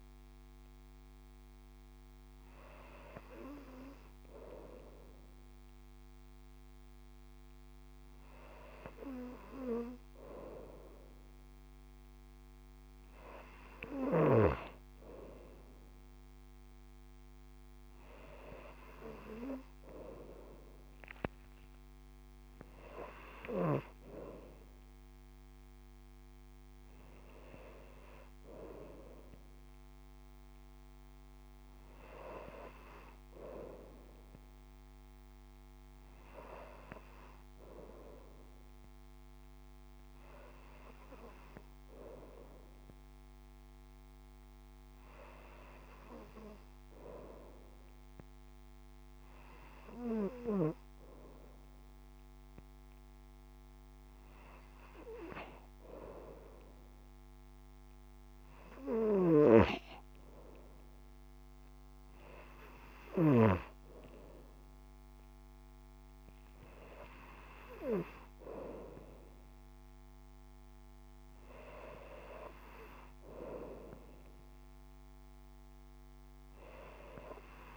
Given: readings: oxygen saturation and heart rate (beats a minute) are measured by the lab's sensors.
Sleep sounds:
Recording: breathing in sleep by a microphone on the trachea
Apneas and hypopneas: none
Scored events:
none scored
From the record:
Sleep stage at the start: N2 (light sleep)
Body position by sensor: on the front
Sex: female

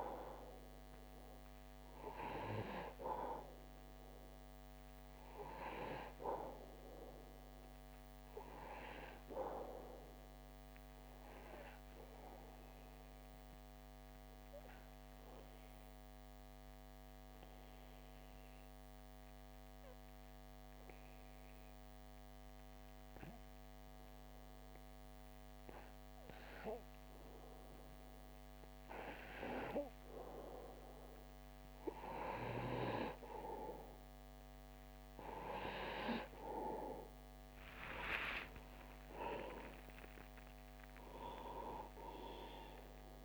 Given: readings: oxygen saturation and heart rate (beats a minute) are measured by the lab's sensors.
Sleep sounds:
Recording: breathing in sleep by a microphone on the trachea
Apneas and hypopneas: 1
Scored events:
10.50-26.50 s: obstructive apnea (oxygen 97% before, 90% lowest)
36.00-39.50 s: arousal
From the record:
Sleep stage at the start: N2 (light sleep)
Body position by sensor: on the back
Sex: male

